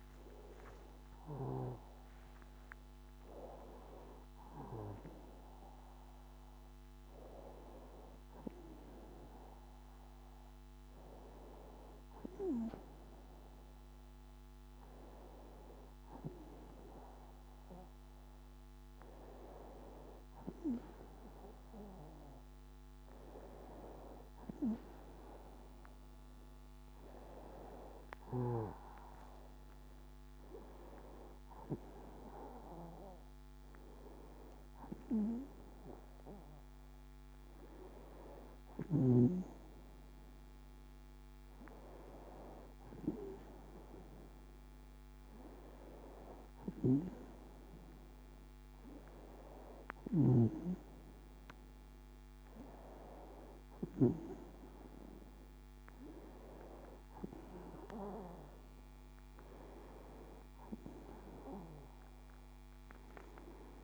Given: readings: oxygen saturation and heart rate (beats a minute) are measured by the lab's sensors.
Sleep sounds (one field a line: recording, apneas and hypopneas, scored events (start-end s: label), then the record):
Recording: a person awake in a sleep study, by a microphone on the trachea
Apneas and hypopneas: none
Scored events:
none scored
From the record:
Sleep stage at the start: awake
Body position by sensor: on the back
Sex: female